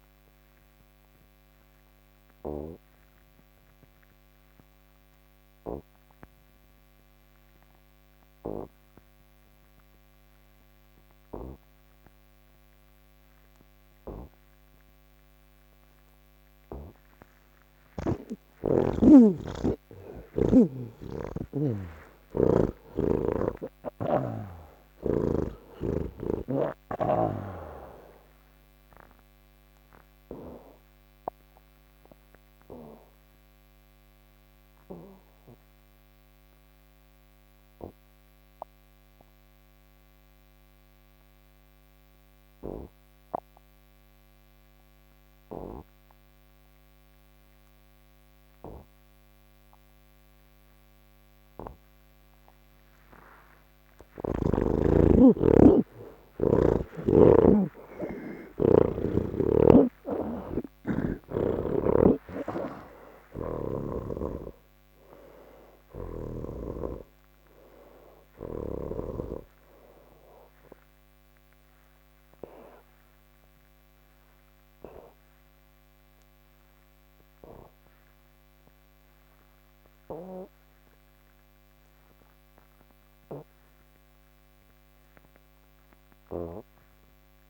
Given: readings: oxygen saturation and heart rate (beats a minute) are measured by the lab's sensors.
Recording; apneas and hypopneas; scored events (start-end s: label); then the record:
breathing in sleep by a microphone on the trachea; none
37.50-48.50 s: oxygen desaturation (device-marked, oxygen 86% before, 81% lowest, heart rate 77 before, 70 extreme)
80.50-87.50 s: oxygen desaturation (device-marked, oxygen 82% before, 66% lowest, heart rate 103 before, 70 extreme)
From the record:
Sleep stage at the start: N3 (deep sleep); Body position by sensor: on the back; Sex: male